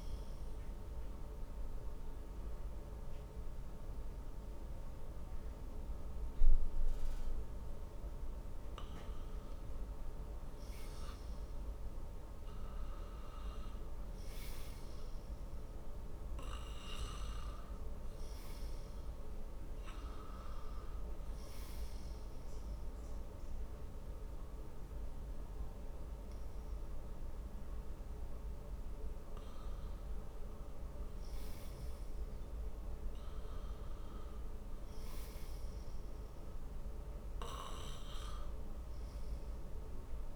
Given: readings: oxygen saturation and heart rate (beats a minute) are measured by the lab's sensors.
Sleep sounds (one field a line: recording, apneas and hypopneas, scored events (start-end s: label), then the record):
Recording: breathing in sleep, hard to hear, by a room microphone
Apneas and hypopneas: 2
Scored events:
1.00-11.50 s: obstructive apnea (oxygen 95% before, 93% lowest, heart rate 55 before, 51 extreme, up 4 after)
13.50-17.00 s: arousal
22.00-33.00 s: obstructive apnea (oxygen 96% before, 93% lowest, heart rate 55 before, 51 extreme, up 8 after)
36.00-40.00 s: arousal
37.00-40.36 s: oxygen desaturation (device-marked, oxygen 96% before, 93% lowest, heart rate 55 before, 49 extreme)
From the record:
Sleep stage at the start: N2 (light sleep)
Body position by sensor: on the back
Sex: male